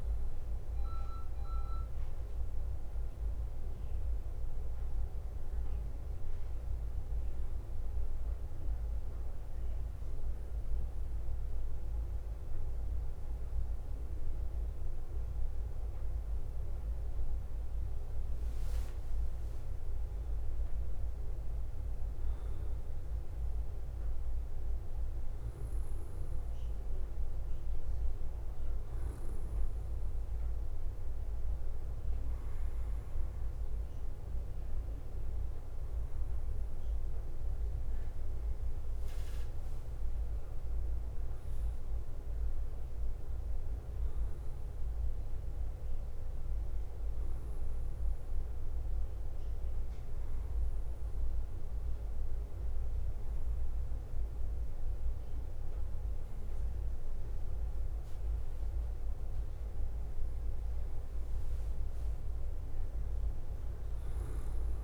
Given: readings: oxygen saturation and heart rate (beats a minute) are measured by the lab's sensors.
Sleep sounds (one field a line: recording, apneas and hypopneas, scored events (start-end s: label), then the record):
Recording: breathing in sleep, hard to hear, by a room microphone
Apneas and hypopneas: 2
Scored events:
0.00-64.84 s: bradycardia (device-marked, heart rate 43 extreme)
8.00-18.50 s: obstructive apnea (oxygen 99% before, 93% lowest, heart rate 51 before, 43 extreme, up 9 after)
14.00-25.00 s: oxygen desaturation (device-marked, oxygen 98% before, 95% lowest, heart rate 50 before, 50 extreme)
19.00-22.00 s: arousal
41.50-44.50 s: arousal
42.00-55.00 s: oxygen desaturation (device-marked, oxygen 97% before, 94% lowest, heart rate 51 before, 49 extreme)
49.50-60.00 s: obstructive apnea (oxygen 97% before, 91% lowest, heart rate 52 before, 49 extreme, up 3 after)
62.00-64.84 s: arousal
From the record:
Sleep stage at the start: N2 (light sleep)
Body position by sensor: on the back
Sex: male